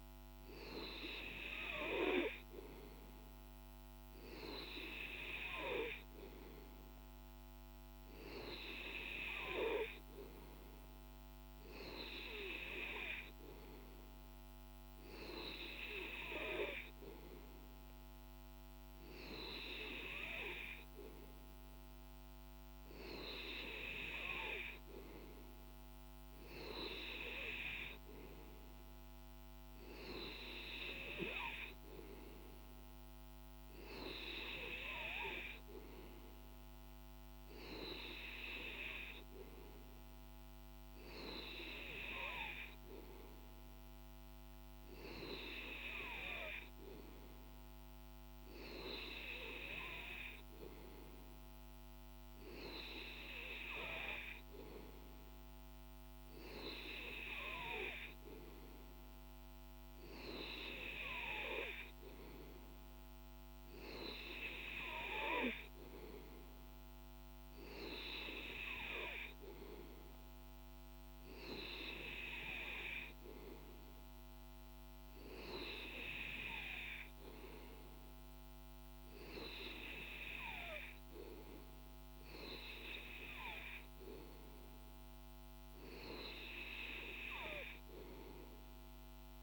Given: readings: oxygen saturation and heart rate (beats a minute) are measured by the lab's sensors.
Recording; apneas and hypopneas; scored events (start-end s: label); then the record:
breathing in sleep by a microphone on the trachea; none
none scored
From the record:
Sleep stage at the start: N2 (light sleep); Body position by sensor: on the back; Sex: male